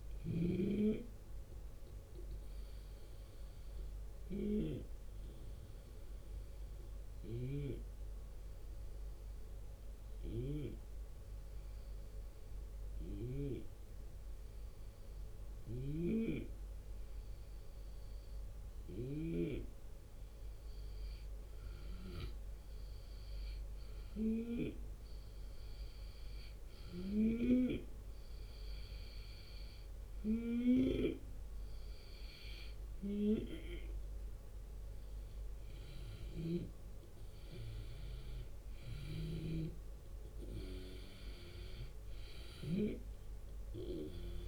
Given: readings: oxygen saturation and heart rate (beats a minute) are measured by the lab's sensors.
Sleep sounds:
breathing in sleep by a room microphone; 1
0.00-8.00 s: drop in pulse transit time (device-marked, heart rate 77 extreme)
0.00-16.00 s: oxygen desaturation (device-marked, oxygen 93% lowest, heart rate 75 extreme)
3.50-20.50 s: hypopnea (oxygen 97% before, 92% lowest, heart rate 78 before, 75 extreme, up 1 after)
15.00-19.00 s: snoring (device-marked)
24.00-27.50 s: arousal
26.00-42.50 s: snoring (device-marked)
37.00-44.48 s: drop in pulse transit time (device-marked, heart rate 76 before, 75 extreme)
From the record:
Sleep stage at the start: N2 (light sleep); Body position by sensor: on the left side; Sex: male

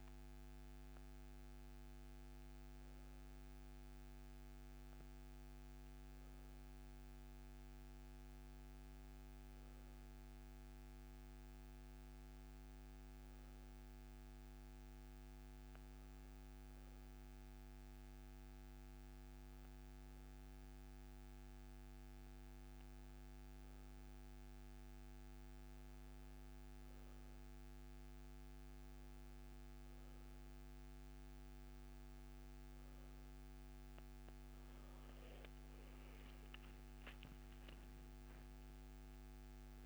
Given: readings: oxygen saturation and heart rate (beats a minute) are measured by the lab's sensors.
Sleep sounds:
breathing in sleep, hard to hear, by a microphone on the trachea; none
none scored
From the record:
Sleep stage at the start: N1 (lightest sleep); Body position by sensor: on the back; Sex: male

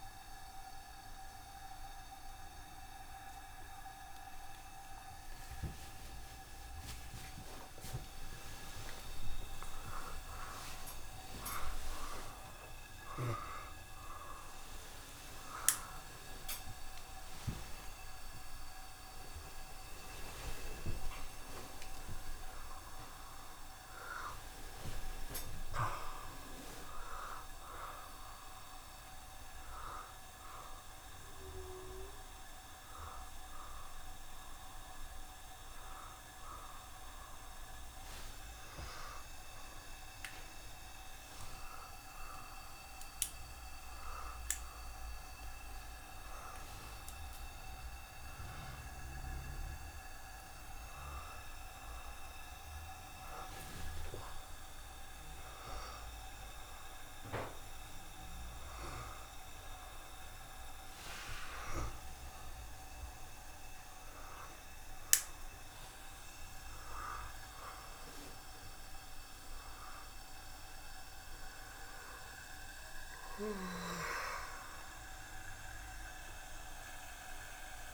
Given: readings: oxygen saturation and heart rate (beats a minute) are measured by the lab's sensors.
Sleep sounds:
a person awake in a sleep study, by a room microphone; none
0.00-1.00 s: long interval between heartbeats (device-marked, heart rate 152 extreme)
0.00-12.50 s: tachycardia (device-marked, heart rate 188 extreme)
1.00-3.00 s: long interval between heartbeats (device-marked, heart rate 98 before, 178 extreme)
3.50-5.50 s: long interval between heartbeats (device-marked, heart rate 113 before, 140 extreme)
5.50-7.50 s: long interval between heartbeats (device-marked, heart rate 119 before, 139 extreme)
7.50-9.50 s: long interval between heartbeats (device-marked, heart rate 126 before, 129 extreme)
10.00-12.00 s: long interval between heartbeats (device-marked, heart rate 131 before, 143 extreme)
12.00-14.00 s: long interval between heartbeats (device-marked, heart rate 137 before, 134 extreme)
16.50-23.50 s: tachycardia (device-marked, heart rate 89 before, 133 extreme)
18.50-20.50 s: long interval between heartbeats (device-marked, heart rate 138 before, 94 extreme)
20.50-22.50 s: long interval between heartbeats (device-marked, heart rate 131 before, 122 extreme)
26.50-36.50 s: oxygen desaturation (device-marked, oxygen 95% before, 87% lowest, heart rate 121 before, 70 extreme)
38.50-40.50 s: long interval between heartbeats (device-marked, heart rate 95 before, 82 extreme)
42.50-44.50 s: long interval between heartbeats (device-marked, heart rate 89 before, 96 extreme)
42.50-46.50 s: tachycardia (device-marked, heart rate 91 before, 116 extreme)
45.00-47.00 s: long interval between heartbeats (device-marked, heart rate 86 before, 99 extreme)
53.50-55.50 s: long interval between heartbeats (device-marked, heart rate 90 before, 80 extreme)
63.50-77.94 s: new sleep stage, N1 (lightest sleep)
65.50-67.50 s: long interval between heartbeats (device-marked, heart rate 87 before, 95 extreme)
68.50-70.50 s: long interval between heartbeats (device-marked, heart rate 84 before, 96 extreme)
From the record:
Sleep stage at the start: awake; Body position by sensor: on the back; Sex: male

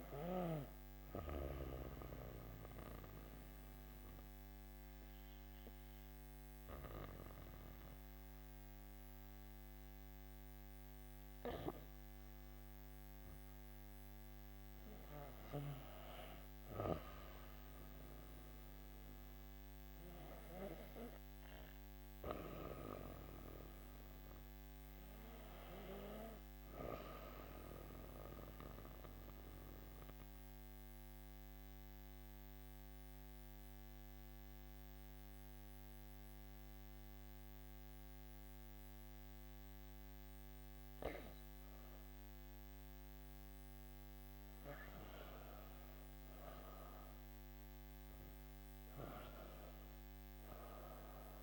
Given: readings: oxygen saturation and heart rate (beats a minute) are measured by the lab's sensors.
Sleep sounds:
breathing in sleep by a microphone on the trachea; 2
0.00-7.00 s: oxygen desaturation (device-marked, oxygen 92% lowest, heart rate 53 extreme)
1.50-14.00 s: obstructive apnea (oxygen 99% before, 86% lowest, heart rate 61 before, 49 extreme, up 6 after)
16.50-21.00 s: arousal
21.00-30.00 s: oxygen desaturation (device-marked, oxygen 98% before, 93% lowest, heart rate 56 before, 49 extreme)
29.00-42.00 s: obstructive apnea (oxygen 98% before, 86% lowest, heart rate 58 before, 49 extreme, up 14 after)
47.00-51.43 s: arousal
48.00-51.43 s: oxygen desaturation (device-marked, oxygen 95% before, 86% lowest, heart rate 54 before, 54 extreme)
From the record:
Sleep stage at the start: N2 (light sleep); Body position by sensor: on the back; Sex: female

